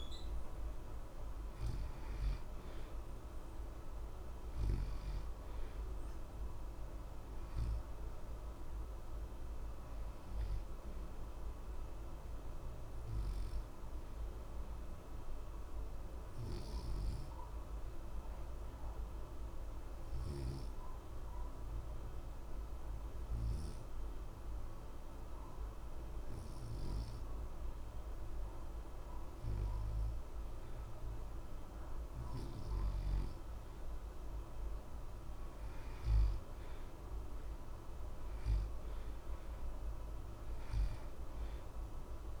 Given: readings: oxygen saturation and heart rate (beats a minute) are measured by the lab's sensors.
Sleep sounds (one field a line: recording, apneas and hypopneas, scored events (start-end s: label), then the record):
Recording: breathing in sleep, hard to hear, by a room microphone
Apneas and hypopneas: 1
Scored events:
0.00-27.50 s: oxygen desaturation (device-marked, oxygen 88% lowest, heart rate 60 extreme)
13.50-33.00 s: mixed apnea (oxygen 93% before, 88% lowest, heart rate 60 before, 60 extreme, up 0 after)
36.50-40.50 s: arousal
From the record:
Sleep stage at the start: N2 (light sleep)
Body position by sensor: on the back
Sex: male